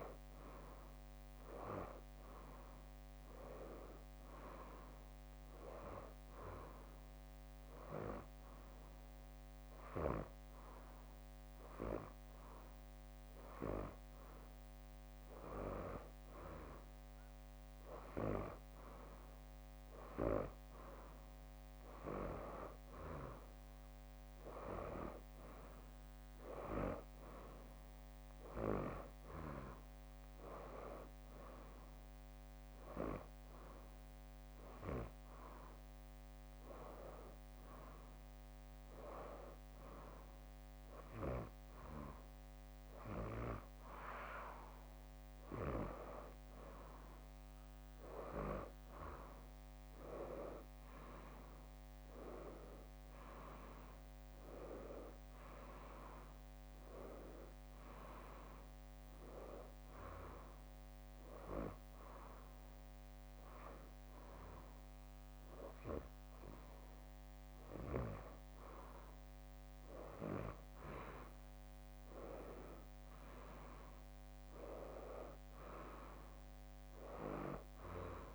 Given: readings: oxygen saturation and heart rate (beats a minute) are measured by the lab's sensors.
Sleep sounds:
breathing in sleep by a microphone on the trachea; 3
0.00-3.50 s: arousal
7.50-17.50 s: hypopnea (oxygen 95% before, 91% lowest, heart rate 64 before, 63 extreme, up 4 after)
8.50-14.50 s: oxygen desaturation (device-marked, oxygen 95% before, 92% lowest, heart rate 64 before, 64 extreme)
23.50-27.50 s: arousal
32.00-43.50 s: hypopnea (oxygen 95% before, 91% lowest, heart rate 65 before, 60 extreme, up 0 after)
49.50-53.50 s: arousal
60.50-71.50 s: hypopnea (oxygen 93% before, 91% lowest, heart rate 65 before, 60 extreme, up 3 after)
63.50-71.50 s: drop in pulse transit time (device-marked, heart rate 65 before, 64 extreme)
73.00-76.50 s: arousal
From the record:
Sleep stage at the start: N2 (light sleep); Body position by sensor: on the right side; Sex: female

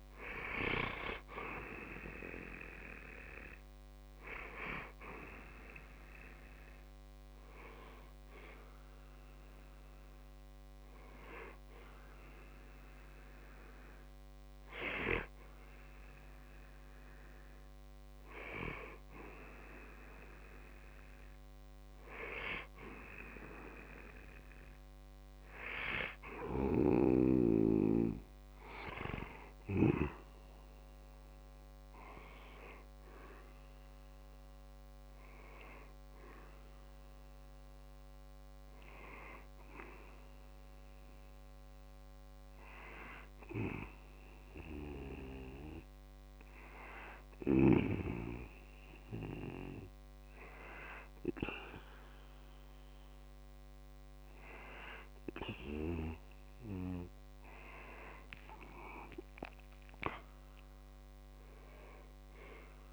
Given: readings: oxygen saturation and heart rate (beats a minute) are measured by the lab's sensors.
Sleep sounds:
breathing in sleep by a microphone on the trachea; none
57.00-60.00 s: arousal
From the record:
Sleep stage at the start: N2 (light sleep); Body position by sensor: on the back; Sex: male

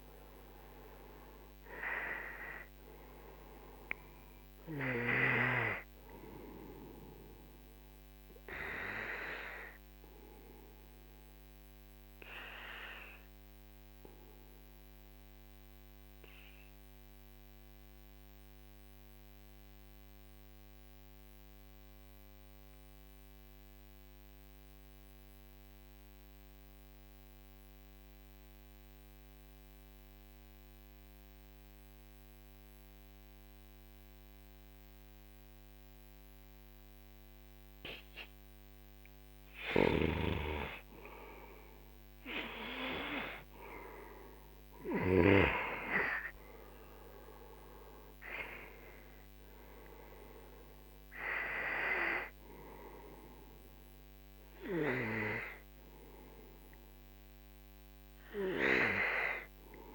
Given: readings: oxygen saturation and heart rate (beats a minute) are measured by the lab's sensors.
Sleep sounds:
breathing in sleep by a microphone on the trachea; 1
0.00-2.00 s: arousal
0.00-21.00 s: oxygen desaturation (device-marked, oxygen 90% lowest, heart rate 45 extreme)
12.00-39.00 s: obstructive apnea (oxygen 95% before, 86% lowest, heart rate 56 before, 45 extreme, up 10 after)
37.00-59.95 s: oxygen desaturation (device-marked, oxygen 97% before, 86% lowest, heart rate 50 before, 43 extreme)
39.50-43.50 s: arousal
From the record:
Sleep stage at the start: N2 (light sleep); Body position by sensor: on the back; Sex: male

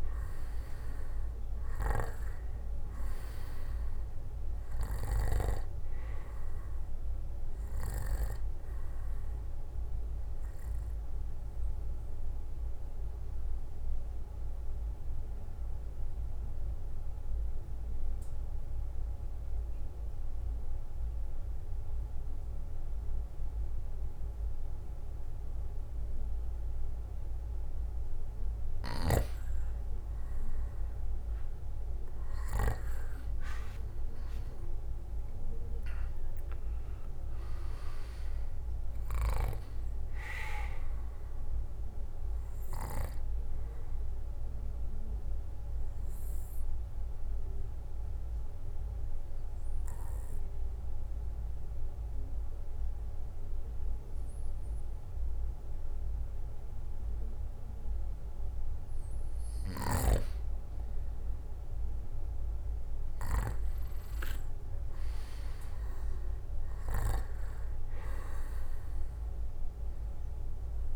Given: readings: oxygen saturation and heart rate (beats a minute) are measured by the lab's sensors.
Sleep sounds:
breathing in sleep by a room microphone; 2
0.00-20.00 s: oxygen desaturation (device-marked, oxygen 96% before, 89% lowest, heart rate 61 before, 58 extreme)
10.50-29.00 s: mixed apnea (oxygen 96% before, 89% lowest, heart rate 66 before, 53 extreme, up 11 after)
29.00-56.00 s: oxygen desaturation (device-marked, oxygen 97% before, 89% lowest, heart rate 61 before, 53 extreme)
31.00-33.50 s: arousal
44.00-59.50 s: obstructive apnea (oxygen 97% before, 89% lowest, heart rate 69 before, 53 extreme, up 17 after)
61.50-64.50 s: arousal
66.00-70.96 s: oxygen desaturation (device-marked, oxygen 97% before, 91% lowest, heart rate 58 before, 59 extreme)
From the record:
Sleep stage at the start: N2 (light sleep); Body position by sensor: on the back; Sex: male

